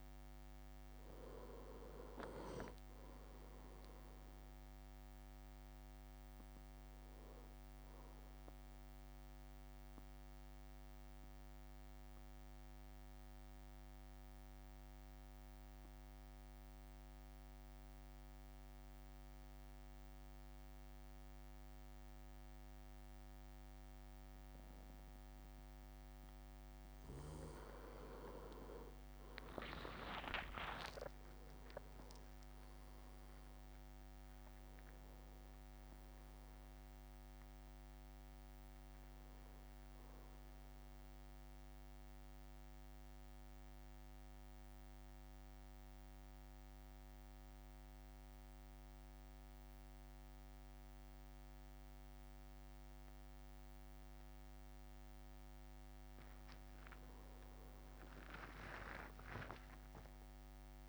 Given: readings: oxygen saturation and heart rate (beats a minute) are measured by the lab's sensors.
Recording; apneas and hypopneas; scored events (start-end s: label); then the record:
breathing in sleep by a microphone on the trachea; 2
0.00-1.00 s: arousal
2.50-14.50 s: drop in pulse transit time (device-marked, heart rate 55 before, 51 extreme)
5.50-26.50 s: oxygen desaturation (device-marked, oxygen 99% before, 95% lowest, heart rate 55 before, 49 extreme)
9.50-25.50 s: central apnea (oxygen 99% before, 95% lowest, heart rate 56 before, 49 extreme, up 6 after)
27.00-31.00 s: arousal
31.00-33.00 s: leg movement (device-marked)
31.50-43.50 s: drop in pulse transit time (device-marked, heart rate 55 before, 49 extreme)
35.50-40.50 s: oxygen desaturation (device-marked, oxygen 99% before, 95% lowest, heart rate 57 before, 49 extreme)
42.00-54.50 s: central apnea (oxygen 99% before, 94% lowest, heart rate 57 before, 48 extreme, up 11 after)
56.50-60.50 s: arousal
57.50-60.89 s: drop in pulse transit time (device-marked, heart rate 52 before, 49 extreme)
From the record:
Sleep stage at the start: N2 (light sleep); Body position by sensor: on the back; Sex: male